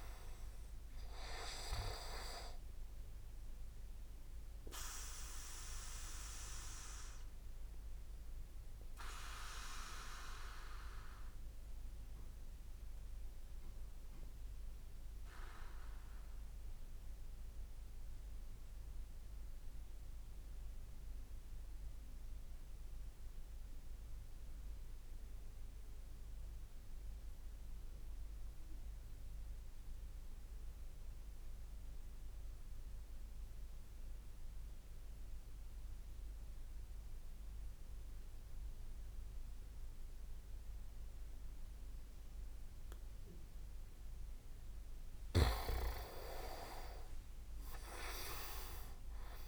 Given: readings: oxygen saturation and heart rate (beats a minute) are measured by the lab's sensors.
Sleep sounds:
breathing in sleep by a room microphone; 1
0.00-20.00 s: oxygen desaturation (device-marked, oxygen 87% lowest)
5.00-44.00 s: obstructive apnea (oxygen 96% before, 87% lowest)
39.00-49.48 s: oxygen desaturation (device-marked, oxygen 98% before, 88% lowest)
46.00-49.48 s: arousal
47.50-49.48 s: leg movement (device-marked)
From the record:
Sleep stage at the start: N2 (light sleep); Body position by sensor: on the back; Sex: male

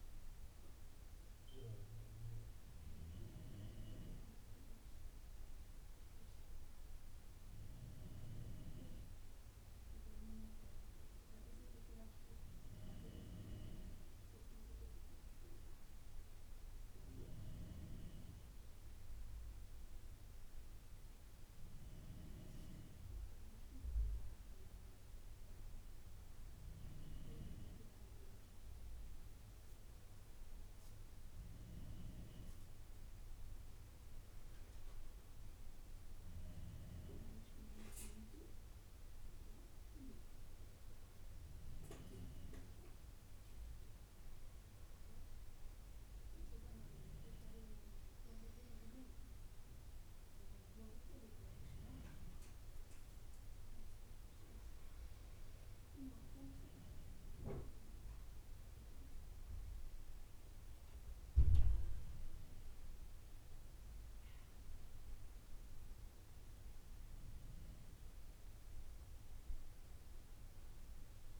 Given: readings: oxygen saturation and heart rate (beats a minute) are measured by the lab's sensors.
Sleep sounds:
breathing in sleep by a room microphone; none
64.00-67.50 s: arousal
From the record:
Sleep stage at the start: N2 (light sleep); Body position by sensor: on the back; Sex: male

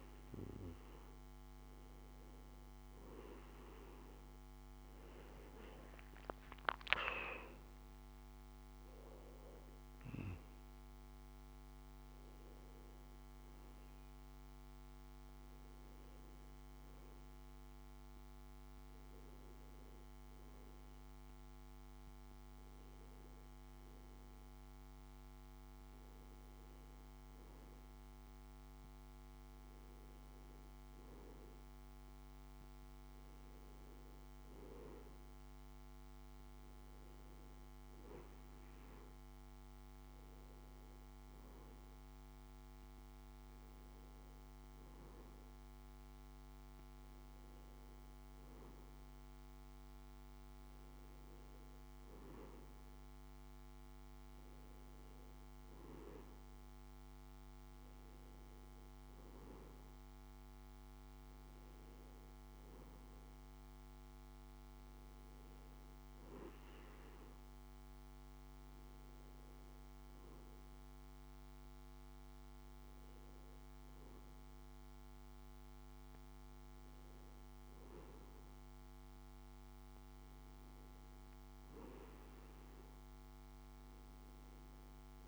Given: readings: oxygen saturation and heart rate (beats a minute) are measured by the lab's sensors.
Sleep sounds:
breathing in sleep by a microphone on the trachea; none
none scored
From the record:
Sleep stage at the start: N2 (light sleep); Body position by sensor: on the back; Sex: male

